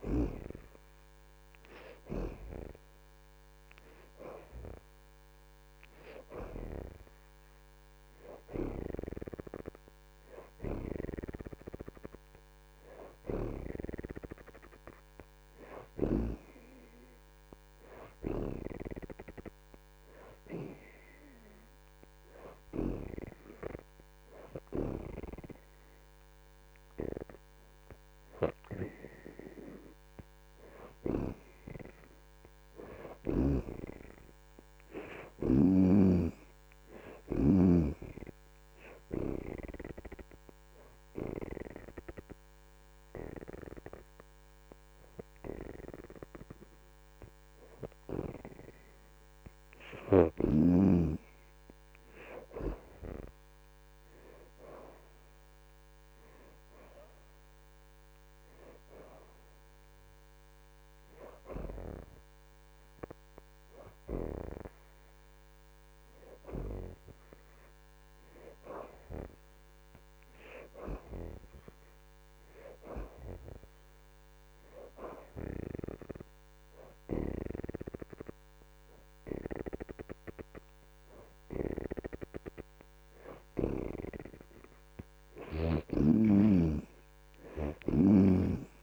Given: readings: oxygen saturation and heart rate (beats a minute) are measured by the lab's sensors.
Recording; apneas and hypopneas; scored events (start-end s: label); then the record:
breathing in sleep by a microphone on the trachea; 1
1.00-10.00 s: oxygen desaturation (device-marked, oxygen 66% before, 59% lowest)
33.00-39.00 s: oxygen desaturation (device-marked, oxygen 71% before, 68% lowest)
38.50-49.00 s: hypopnea (oxygen 73% before, 61% lowest)
47.00-65.00 s: oxygen desaturation (device-marked, oxygen 69% before, 63% lowest)
55.00-59.50 s: arousal
73.00-77.00 s: oxygen desaturation (device-marked, oxygen 69% before, 65% lowest)
79.00-83.00 s: oxygen desaturation (device-marked, oxygen 69% before, 61% lowest)
From the record:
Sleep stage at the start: N2 (light sleep); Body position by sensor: on the back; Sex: female